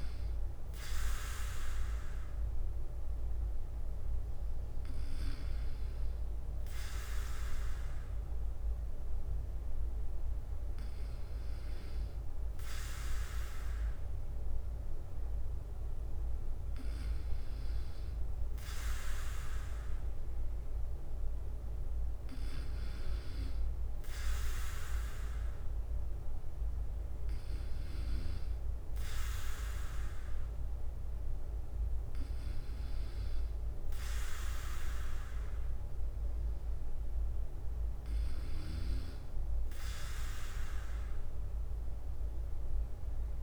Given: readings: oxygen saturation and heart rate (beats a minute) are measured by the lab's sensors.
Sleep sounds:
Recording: breathing in sleep by a room microphone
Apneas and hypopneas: none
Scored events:
0.00-43.43 s: bradycardia (device-marked, heart rate 55 extreme)
From the record:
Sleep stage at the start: N2 (light sleep)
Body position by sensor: on the back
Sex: male

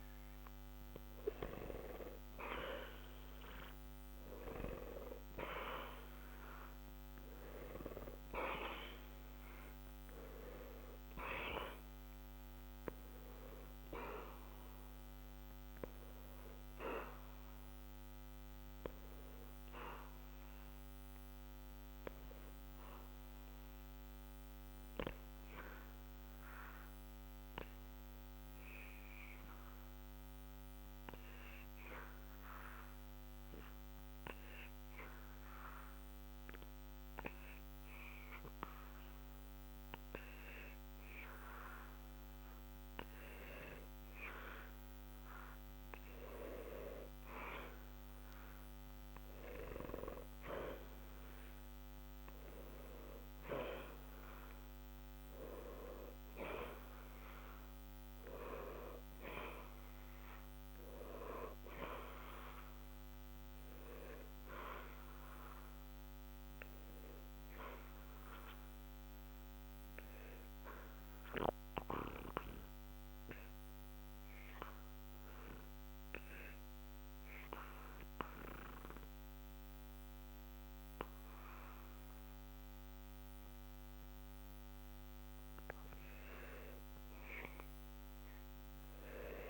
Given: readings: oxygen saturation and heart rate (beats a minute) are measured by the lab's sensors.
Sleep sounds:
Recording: breathing in sleep by a microphone on the trachea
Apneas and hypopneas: 2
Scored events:
0.00-2.00 s: arousal
9.00-37.00 s: oxygen desaturation (device-marked, oxygen 95% before, 89% lowest, heart rate 61 before, 60 extreme)
21.00-42.00 s: obstructive apnea (oxygen 95% before, 89% lowest, heart rate 60 before, 60 extreme, up 2 after)
45.00-49.50 s: arousal
55.00-75.00 s: oxygen desaturation (device-marked, oxygen 93% before, 90% lowest, heart rate 60 before, 60 extreme)
69.00-85.00 s: obstructive apnea (oxygen 93% before, 89% lowest, heart rate 60 before, 60 extreme, up 2 after)
88.00-89.50 s: arousal
From the record:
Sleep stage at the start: N2 (light sleep)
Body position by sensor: on the back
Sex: male

